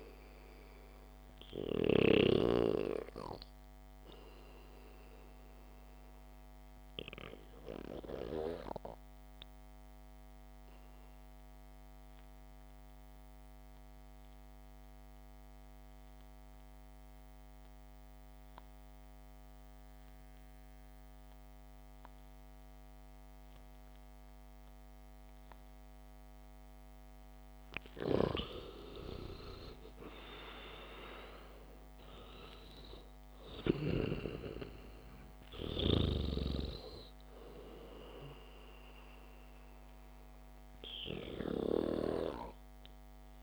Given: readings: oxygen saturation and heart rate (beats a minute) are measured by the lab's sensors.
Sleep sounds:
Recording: breathing in sleep by a microphone on the trachea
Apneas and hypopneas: 1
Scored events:
0.00-3.00 s: snoring (device-marked)
8.00-26.00 s: obstructive apnea (oxygen 99% before, 93% lowest, heart rate 70 before, 53 extreme, up 2 after)
25.00-43.43 s: oxygen desaturation (device-marked, oxygen 97% before, 94% lowest, heart rate 67 before, 57 extreme)
28.50-32.50 s: arousal
From the record:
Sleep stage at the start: REM sleep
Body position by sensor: on the back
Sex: male

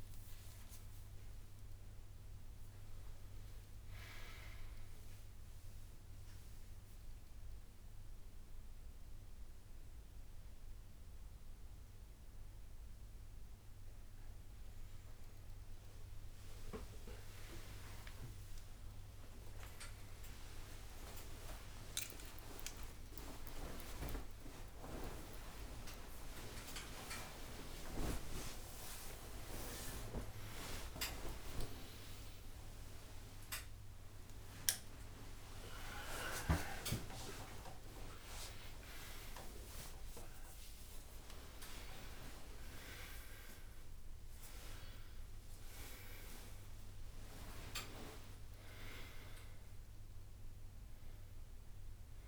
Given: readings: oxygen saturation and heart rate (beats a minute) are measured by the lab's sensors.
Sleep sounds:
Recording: a person awake in a sleep study, by a room microphone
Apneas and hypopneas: none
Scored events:
0.00-1.00 s: long interval between heartbeats (device-marked, heart rate 118 extreme)
5.50-11.50 s: bradycardia (device-marked)
16.50-20.50 s: tachycardia (device-marked, heart rate 95 before, 102 extreme)
18.00-20.00 s: long interval between heartbeats (device-marked, heart rate 72 before, 88 extreme)
26.50-28.50 s: long interval between heartbeats (device-marked, heart rate 72 before, 91 extreme)
27.50-48.50 s: tachycardia (device-marked, heart rate 95 before, 156 extreme)
30.50-32.50 s: long interval between heartbeats (device-marked, heart rate 81 before, 109 extreme)
33.00-35.00 s: long interval between heartbeats (device-marked, heart rate 90 before, 128 extreme)
34.50-43.50 s: drop in pulse transit time (device-marked, heart rate 99 before, 110 extreme)
37.50-39.50 s: long interval between heartbeats (device-marked, heart rate 106 before, 110 extreme)
41.00-43.00 s: long interval between heartbeats (device-marked, heart rate 110 before, 117 extreme)
44.50-46.50 s: long interval between heartbeats (device-marked, heart rate 113 before, 136 extreme)
46.50-48.50 s: long interval between heartbeats (device-marked, heart rate 118 before, 142 extreme)
From the record:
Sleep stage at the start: awake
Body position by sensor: on the back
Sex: male

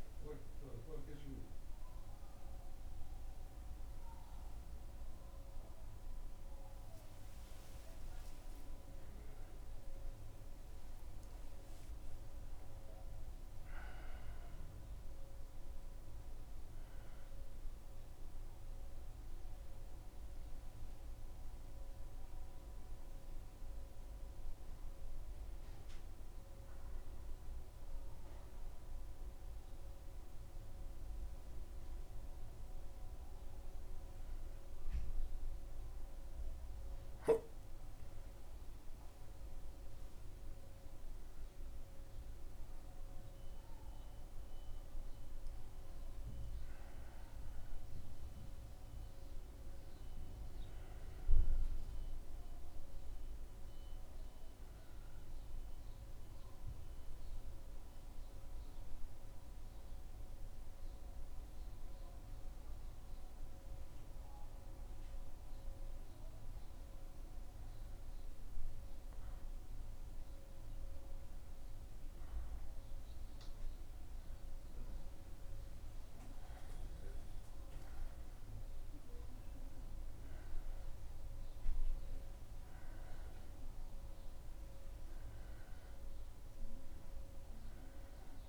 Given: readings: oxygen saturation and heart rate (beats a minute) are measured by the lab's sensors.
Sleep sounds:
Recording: a person partly awake in a sleep study, hard to hear, by a room microphone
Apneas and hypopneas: 1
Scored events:
16.00-88.49 s: new sleep stage, N1 (lightest sleep)
48.50-53.00 s: arousal
57.00-71.50 s: obstructive apnea (oxygen 95% before, 92% lowest, heart rate 76 before, 75 extreme, up 1 after)
68.00-83.00 s: oxygen desaturation (device-marked, oxygen 95% before, 92% lowest, heart rate 76 before, 74 extreme)
74.00-77.50 s: arousal
From the record:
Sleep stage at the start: awake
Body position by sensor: on the back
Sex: male

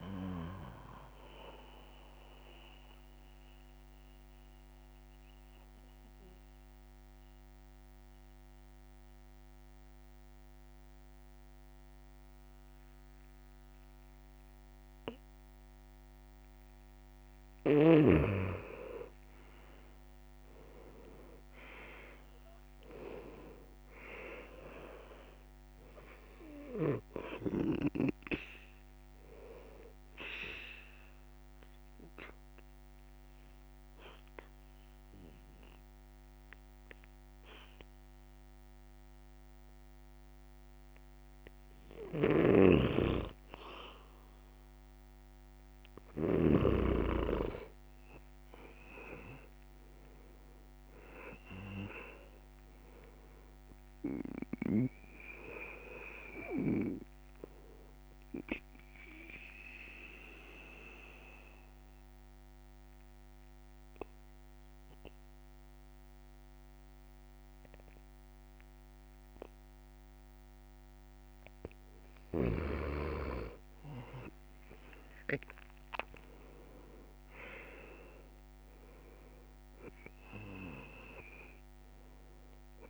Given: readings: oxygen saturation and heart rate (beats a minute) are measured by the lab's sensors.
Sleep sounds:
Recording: breathing in sleep by a microphone on the trachea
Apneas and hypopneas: 3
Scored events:
2.50-16.50 s: mixed apnea (oxygen 98% before, 89% lowest, heart rate 69 before, 64 extreme, up 5 after)
15.00-27.00 s: oxygen desaturation (device-marked, oxygen 95% before, 92% lowest, heart rate 69 before, 66 extreme)
18.50-22.50 s: arousal
30.50-43.00 s: obstructive apnea (oxygen 98% before, 89% lowest, heart rate 67 before, 66 extreme, up 2 after)
34.00-49.00 s: oxygen desaturation (device-marked, oxygen 98% before, 89% lowest, heart rate 68 before, 66 extreme)
42.00-46.50 s: snoring (device-marked)
48.50-51.50 s: arousal
59.00-72.00 s: obstructive apnea (oxygen 98% before, 91% lowest, heart rate 70 before, 66 extreme, up 7 after)
59.00-73.00 s: oxygen desaturation (device-marked, oxygen 98% before, 92% lowest, heart rate 70 before, 66 extreme)
75.00-79.00 s: arousal
From the record:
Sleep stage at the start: N2 (light sleep)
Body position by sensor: on the back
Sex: male

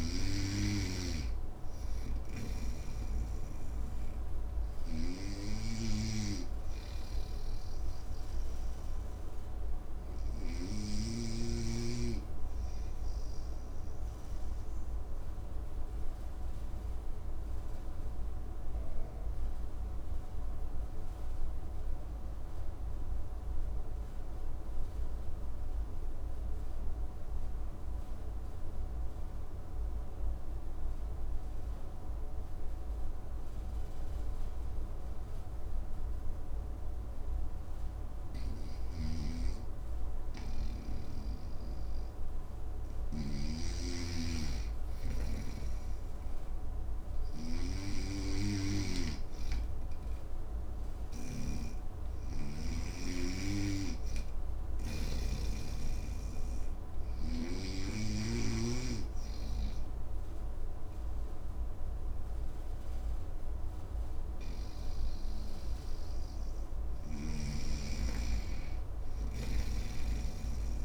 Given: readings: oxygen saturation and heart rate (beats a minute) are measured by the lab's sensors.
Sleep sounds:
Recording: breathing in sleep by a room microphone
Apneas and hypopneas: 2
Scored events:
8.00-36.50 s: obstructive apnea (oxygen 99% before, 93% lowest, heart rate 64 before, 58 extreme, up 3 after)
38.00-54.50 s: snoring (device-marked)
40.50-45.50 s: arousal
53.00-66.00 s: obstructive apnea (oxygen 99% before, 93% lowest, heart rate 62 before, 62 extreme, up 5 after)
62.50-70.85 s: oxygen desaturation (device-marked, oxygen 98% before, 93% lowest, heart rate 65 before, 59 extreme)
68.50-70.85 s: arousal
From the record:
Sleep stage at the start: N2 (light sleep)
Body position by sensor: on the right side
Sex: male

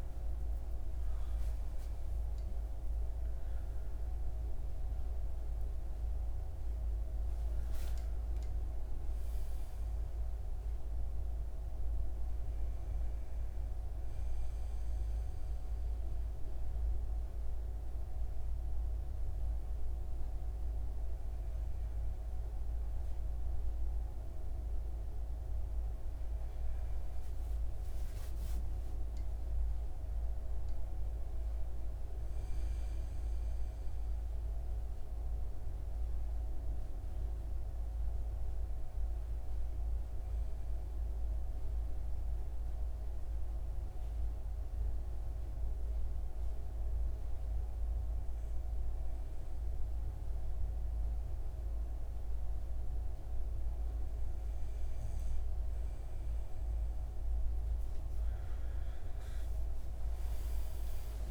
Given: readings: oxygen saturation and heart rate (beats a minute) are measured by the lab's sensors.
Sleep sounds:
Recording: breathing in sleep, hard to hear, by a room microphone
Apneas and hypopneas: 1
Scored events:
36.50-53.50 s: hypopnea (oxygen 97% before, 93% lowest)
From the record:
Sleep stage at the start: N2 (light sleep)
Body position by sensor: on the right side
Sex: male

